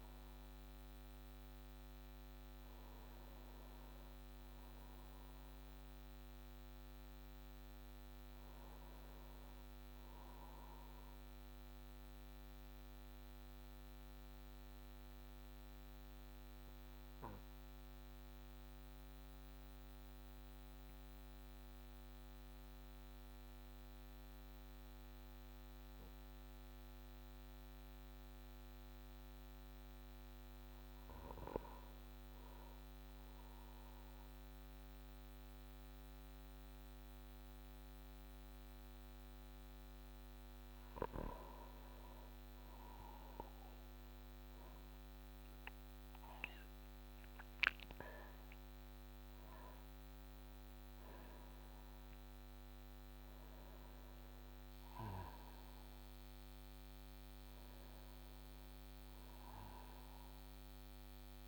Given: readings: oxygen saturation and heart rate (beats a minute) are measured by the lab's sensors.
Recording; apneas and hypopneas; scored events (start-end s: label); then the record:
breathing in sleep, hard to hear, by a microphone on the trachea; 1
13.50-38.50 s: mixed apnea (oxygen 97% before, 93% lowest)
41.50-61.48 s: oxygen desaturation (device-marked, oxygen 96% before, 93% lowest)
43.00-47.50 s: arousal
58.50-61.48 s: new sleep stage, N1 (lightest sleep)
From the record:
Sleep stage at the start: N2 (light sleep); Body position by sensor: on the back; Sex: male